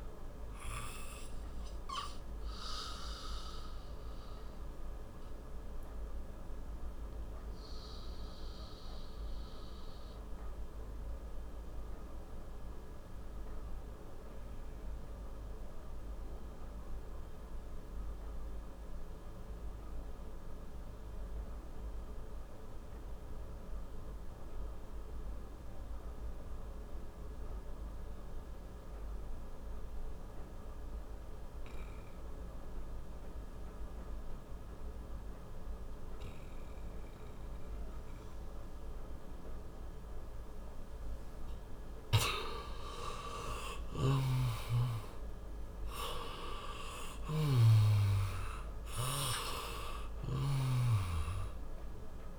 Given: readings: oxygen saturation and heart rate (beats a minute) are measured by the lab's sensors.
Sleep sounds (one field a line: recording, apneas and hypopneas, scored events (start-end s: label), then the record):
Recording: breathing in sleep by a room microphone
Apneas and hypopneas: 1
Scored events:
0.00-25.50 s: oxygen desaturation (device-marked, oxygen 85% lowest, heart rate 54 extreme)
0.50-39.00 s: obstructive apnea (oxygen 97% before, 84% lowest, heart rate 63 before, 45 extreme, up 9 after)
43.00-47.50 s: arousal
47.00-50.50 s: snoring (device-marked)
50.50-52.39 s: oxygen desaturation (device-marked, oxygen 95% before, 84% lowest, heart rate 63 before, 52 extreme)
From the record:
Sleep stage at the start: N2 (light sleep)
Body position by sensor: on the back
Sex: male